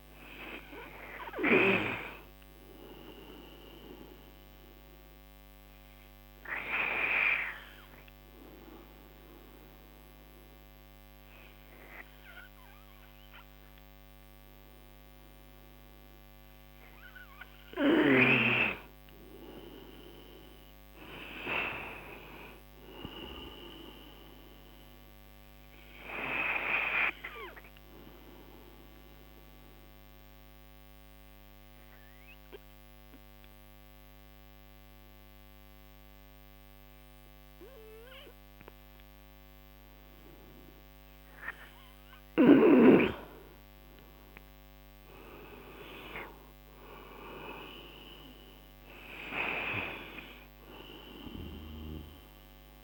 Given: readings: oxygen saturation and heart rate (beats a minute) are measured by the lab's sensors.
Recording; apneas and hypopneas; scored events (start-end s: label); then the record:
breathing in sleep by a microphone on the trachea; 2
5.00-18.50 s: obstructive apnea (oxygen 98% before, 87% lowest)
20.00-22.50 s: arousal
23.50-38.50 s: oxygen desaturation (device-marked, oxygen 96% before, 91% lowest)
25.00-41.50 s: obstructive apnea (oxygen 98% before, 87% lowest)
44.50-47.50 s: arousal
44.50-52.84 s: oxygen desaturation (device-marked, oxygen 96% before, 87% lowest)
From the record:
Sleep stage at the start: N2 (light sleep); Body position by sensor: on the right side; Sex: male